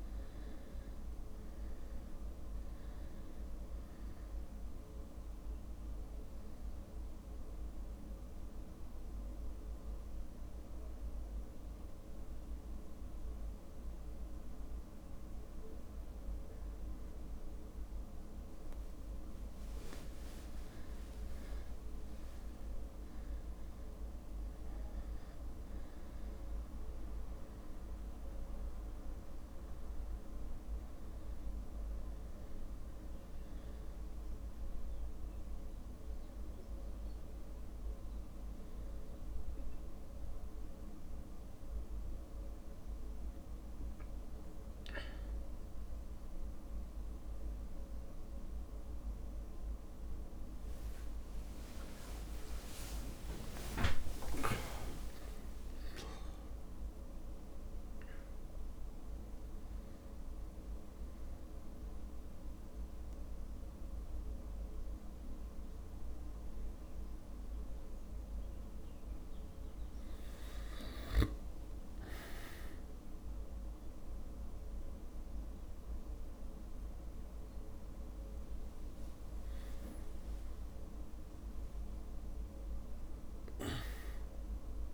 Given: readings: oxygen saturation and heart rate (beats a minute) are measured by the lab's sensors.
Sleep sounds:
a person awake in a sleep study, hard to hear, by a room microphone; 1
0.00-1.00 s: arousal
6.50-20.00 s: mixed apnea (oxygen 97% before, 96% lowest)
20.50-24.50 s: arousal
39.50-84.94 s: new sleep stage, awake
54.00-56.00 s: long interval between heartbeats (device-marked, heart rate 37 before, 79 extreme)
59.00-61.00 s: long interval between heartbeats (device-marked, heart rate 41 before, 44 extreme)
68.50-70.50 s: long interval between heartbeats (device-marked)
From the record:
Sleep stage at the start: N2 (light sleep); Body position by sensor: on the back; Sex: male

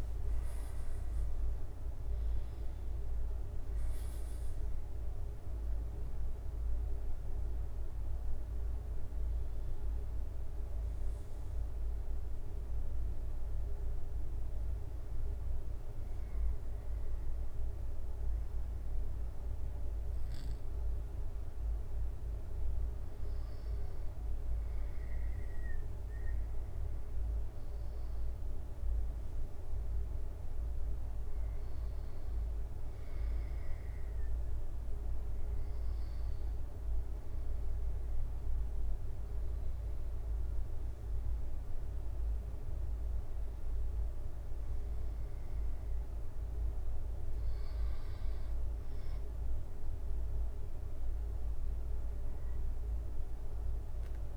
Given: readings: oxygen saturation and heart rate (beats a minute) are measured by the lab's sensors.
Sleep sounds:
breathing in sleep, hard to hear, by a room microphone; none
0.00-9.50 s: drop in pulse transit time (device-marked, heart rate 82 extreme)
37.50-39.50 s: long interval between heartbeats (device-marked, heart rate 71 before, 69 extreme)
42.50-54.37 s: new sleep stage, N2 (light sleep)
From the record:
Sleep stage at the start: N1 (lightest sleep); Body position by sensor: on the back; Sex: male

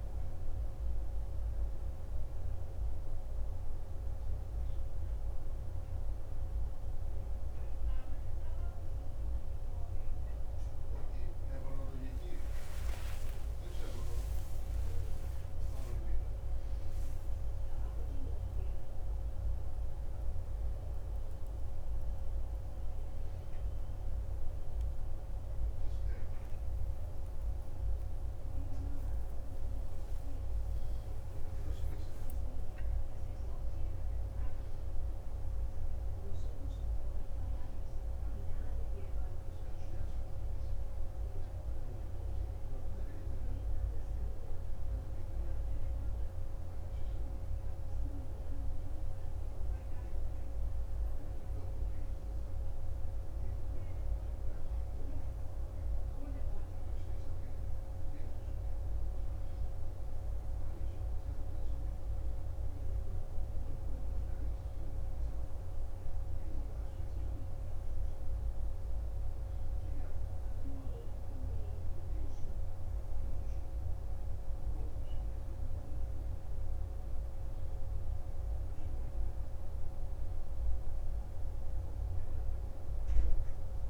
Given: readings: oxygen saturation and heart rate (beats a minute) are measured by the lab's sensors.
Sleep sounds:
breathing in sleep, hard to hear, by a room microphone; 2
0.50-15.00 s: hypopnea (oxygen 93% before, 90% lowest, heart rate 93 before, 46 extreme, up 15 after)
16.00-21.00 s: arousal
40.50-53.00 s: hypopnea (oxygen 93% before, 91% lowest, heart rate 52 before, 46 extreme, up 2 after)
55.00-59.00 s: arousal
62.00-79.00 s: oxygen desaturation (device-marked, oxygen 95% before, 91% lowest, heart rate 50 before, 48 extreme)
From the record:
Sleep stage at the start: N2 (light sleep); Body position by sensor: on the back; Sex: male

